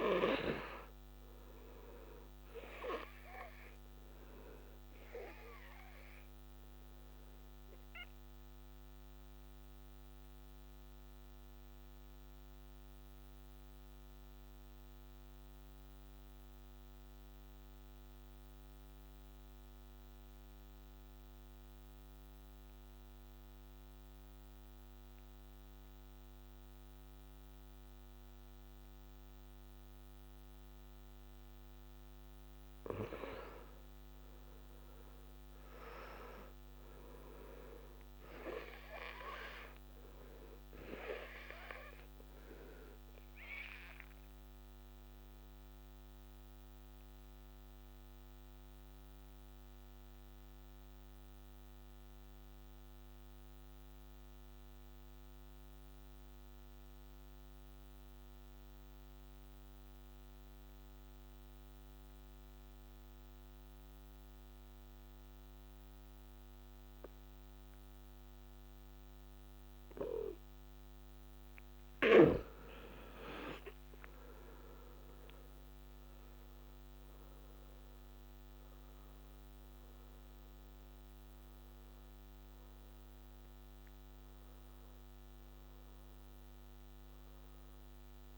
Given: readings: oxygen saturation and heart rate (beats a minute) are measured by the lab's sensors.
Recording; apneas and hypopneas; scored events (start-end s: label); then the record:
breathing in sleep by a microphone on the trachea; 2
0.00-18.50 s: oxygen desaturation (device-marked, oxygen 87% lowest, heart rate 60 extreme)
3.00-30.50 s: obstructive apnea (oxygen 98% before, 82% lowest, heart rate 65 before, 60 extreme, up 7 after)
29.50-60.50 s: oxygen desaturation (device-marked, oxygen 98% before, 87% lowest, heart rate 62 before, 58 extreme)
32.50-36.00 s: arousal
40.50-70.50 s: obstructive apnea (oxygen 98% before, 82% lowest, heart rate 63 before, 58 extreme, up 3 after)
62.50-88.38 s: oxygen desaturation (device-marked, oxygen 97% before, 82% lowest, heart rate 64 before, 58 extreme)
74.00-78.50 s: arousal
From the record:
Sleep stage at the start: N2 (light sleep); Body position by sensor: on the back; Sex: male